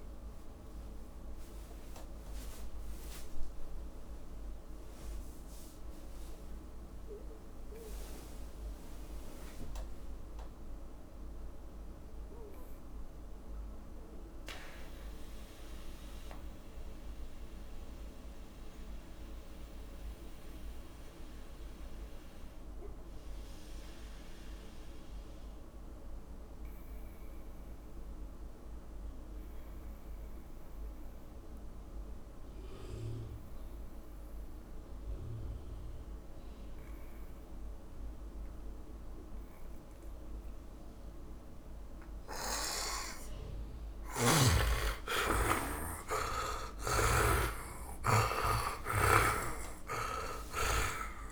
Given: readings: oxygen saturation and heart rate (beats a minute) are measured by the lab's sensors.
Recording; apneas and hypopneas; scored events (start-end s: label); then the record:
breathing in sleep by a room microphone; 1
0.00-5.00 s: tachycardia (device-marked, heart rate 146 extreme)
2.00-43.50 s: mixed apnea (oxygen 100% before, 76% lowest, heart rate 75 before, 59 extreme, up 26 after)
3.00-24.00 s: oxygen desaturation (device-marked, oxygen 93% before, 76% lowest, heart rate 80 before, 60 extreme)
41.00-51.32 s: oxygen desaturation (device-marked, oxygen 100% before, 82% lowest, heart rate 65 before, 52 extreme)
45.00-49.00 s: arousal
From the record:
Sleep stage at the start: N2 (light sleep); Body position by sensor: on the back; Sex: male